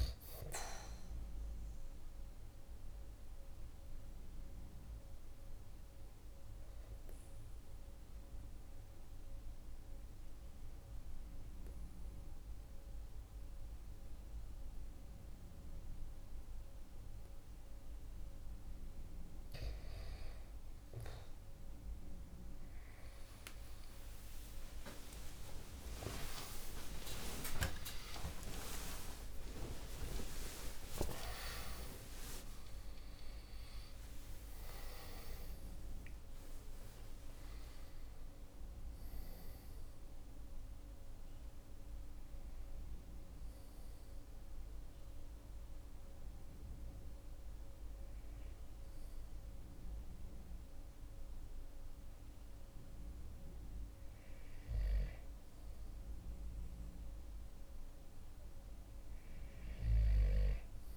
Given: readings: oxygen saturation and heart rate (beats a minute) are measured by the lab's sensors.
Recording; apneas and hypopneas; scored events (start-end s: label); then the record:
breathing in sleep by a room microphone; 1
0.00-5.00 s: oxygen desaturation (device-marked, oxygen 93% lowest, heart rate 47 extreme)
3.00-19.00 s: obstructive apnea (oxygen 96% before, 94% lowest, heart rate 49 before, 47 extreme, up 13 after)
19.00-60.97 s: new sleep stage, N2 (light sleep)
25.50-33.50 s: arousal
27.00-30.00 s: tachycardia (device-marked, heart rate 49 before, 92 extreme)
From the record:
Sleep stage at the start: REM sleep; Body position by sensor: on the right side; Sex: male